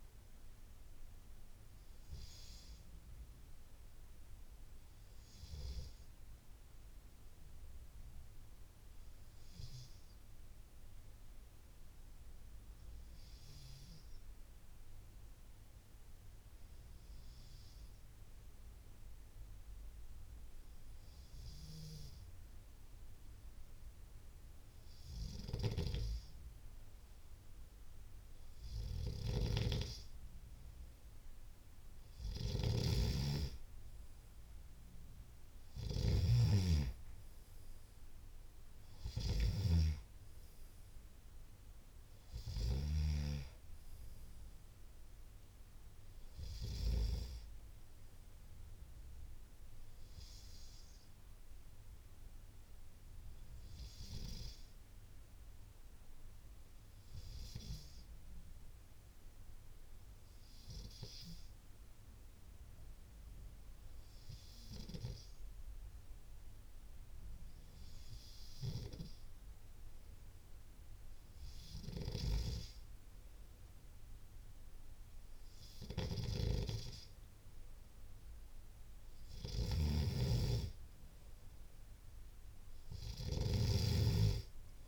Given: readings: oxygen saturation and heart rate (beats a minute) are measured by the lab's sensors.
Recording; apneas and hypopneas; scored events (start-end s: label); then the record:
breathing in sleep by a room microphone; 2
5.00-29.50 s: obstructive apnea (oxygen 96% before, 92% lowest, heart rate 77 before, 66 extreme, up 10 after)
30.00-49.00 s: oxygen desaturation (device-marked, oxygen 97% before, 92% lowest, heart rate 69 before, 66 extreme)
38.00-41.50 s: arousal
55.00-72.00 s: obstructive apnea (oxygen 96% before, 93% lowest, heart rate 74 before, 72 extreme, up 5 after)
75.50-78.00 s: arousal
From the record:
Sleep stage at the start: N2 (light sleep); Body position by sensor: on the left side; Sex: male